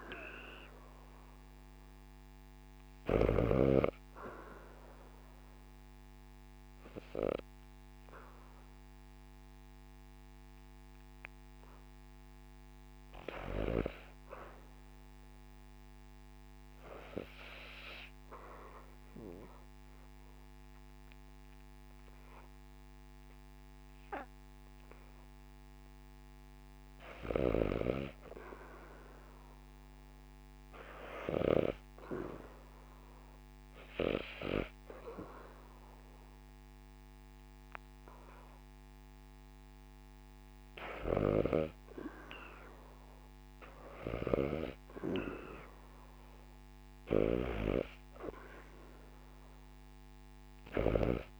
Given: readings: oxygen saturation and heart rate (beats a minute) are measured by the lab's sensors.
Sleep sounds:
breathing in sleep by a microphone on the trachea; 1
0.00-3.00 s: snoring (device-marked)
4.00-22.00 s: oxygen desaturation (device-marked, oxygen 92% before, 72% lowest, heart rate 78 before, 78 extreme)
16.00-27.00 s: obstructive apnea (oxygen 92% before, 77% lowest, heart rate 80 before, 78 extreme, up 2 after)
28.50-32.00 s: arousal
35.00-51.40 s: oxygen desaturation (device-marked, oxygen 92% before, 78% lowest, heart rate 80 before, 82 extreme)
From the record:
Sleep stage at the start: N2 (light sleep); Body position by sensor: on the back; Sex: female

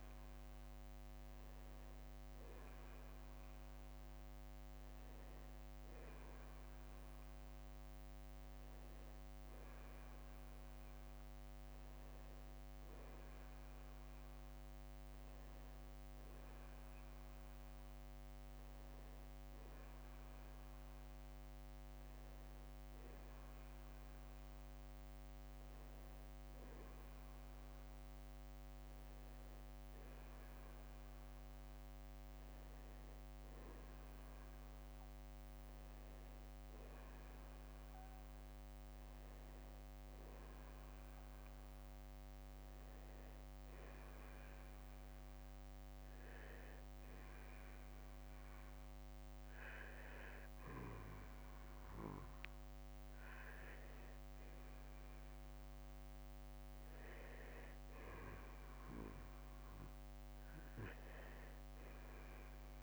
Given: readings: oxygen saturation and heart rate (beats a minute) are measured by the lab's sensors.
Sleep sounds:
breathing in sleep, hard to hear, by a microphone on the trachea; 1
37.50-40.50 s: arousal
46.00-58.00 s: hypopnea (oxygen 95% before, 91% lowest, heart rate 58 before, 54 extreme, up 10 after)
59.00-61.00 s: long interval between heartbeats (device-marked, heart rate 58 before, 64 extreme)
60.50-62.83 s: arousal
From the record:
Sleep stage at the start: N2 (light sleep); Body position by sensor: on the back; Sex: male

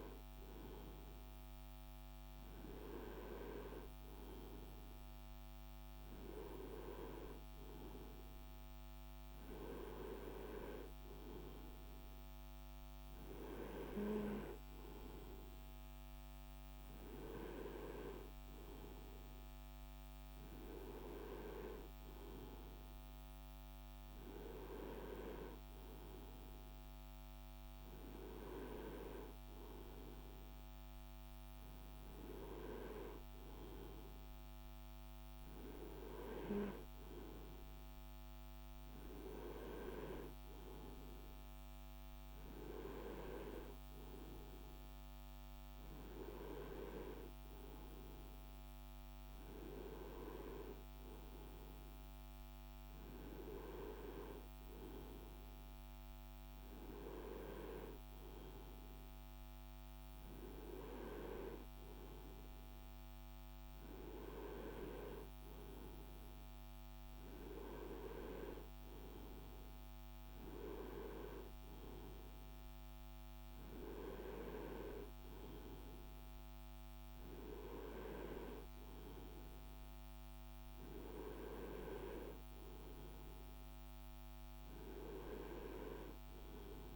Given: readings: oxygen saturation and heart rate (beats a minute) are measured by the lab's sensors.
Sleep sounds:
breathing in sleep by a microphone on the trachea; none
none scored
From the record:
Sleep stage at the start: N2 (light sleep); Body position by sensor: on the right side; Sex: male

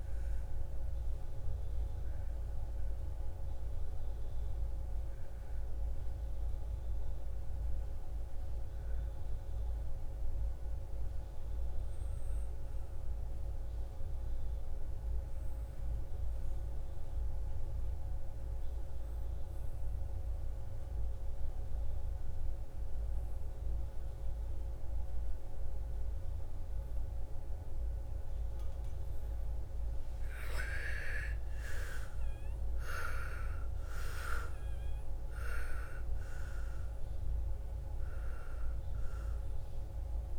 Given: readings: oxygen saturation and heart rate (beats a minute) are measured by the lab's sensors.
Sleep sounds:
breathing in sleep by a room microphone; 1
0.00-11.50 s: oxygen desaturation (device-marked, oxygen 90% lowest, heart rate 57 extreme)
10.50-28.00 s: obstructive apnea (oxygen 99% before, 84% lowest, heart rate 62 before, 57 extreme, up 12 after)
14.50-40.39 s: new sleep stage, N2 (light sleep)
25.50-40.39 s: oxygen desaturation (device-marked, oxygen 98% before, 84% lowest, heart rate 58 before, 54 extreme)
29.50-34.00 s: arousal
From the record:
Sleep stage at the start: REM sleep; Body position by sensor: on the back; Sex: female

